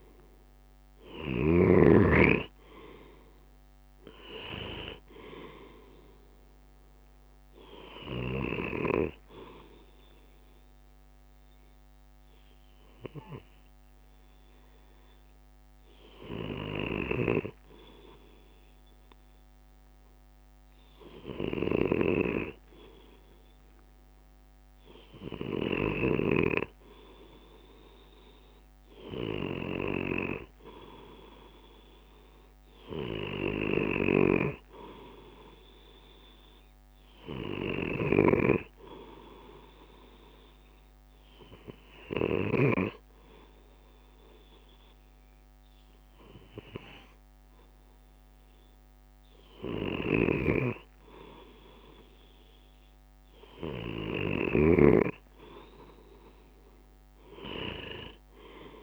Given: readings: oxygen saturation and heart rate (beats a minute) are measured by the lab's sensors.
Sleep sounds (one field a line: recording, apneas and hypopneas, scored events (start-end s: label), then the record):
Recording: breathing in sleep by a microphone on the trachea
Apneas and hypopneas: 1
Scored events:
0.00-2.00 s: arousal
0.00-12.00 s: drop in pulse transit time (device-marked, heart rate 56 before, 55 extreme)
9.50-22.00 s: hypopnea (oxygen 97% before, 93% lowest, heart rate 60 before, 53 extreme, up 8 after)
23.50-26.50 s: arousal
From the record:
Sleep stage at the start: N2 (light sleep)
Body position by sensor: on the left side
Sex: male